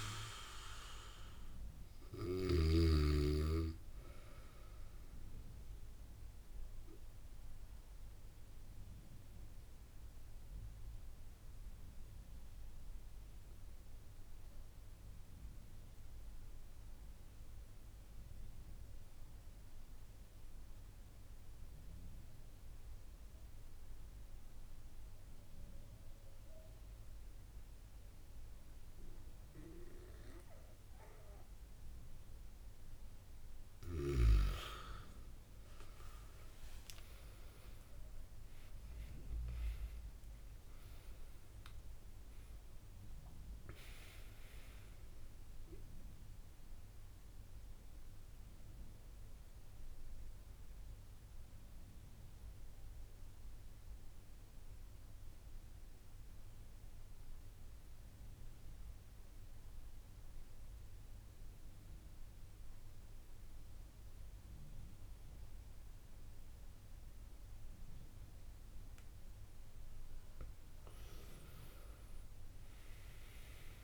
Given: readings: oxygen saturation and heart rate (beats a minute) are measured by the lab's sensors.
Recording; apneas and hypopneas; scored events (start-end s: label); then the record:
breathing in sleep by a room microphone; 2
0.00-18.00 s: oxygen desaturation (device-marked, oxygen 92% lowest)
6.50-31.50 s: obstructive apnea (oxygen 97% before, 92% lowest)
33.50-37.00 s: arousal
36.00-60.00 s: oxygen desaturation (device-marked, oxygen 97% before, 93% lowest)
47.50-68.50 s: obstructive apnea (oxygen 98% before, 93% lowest)
71.50-73.84 s: arousal
From the record:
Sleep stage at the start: N2 (light sleep); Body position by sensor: on the back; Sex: male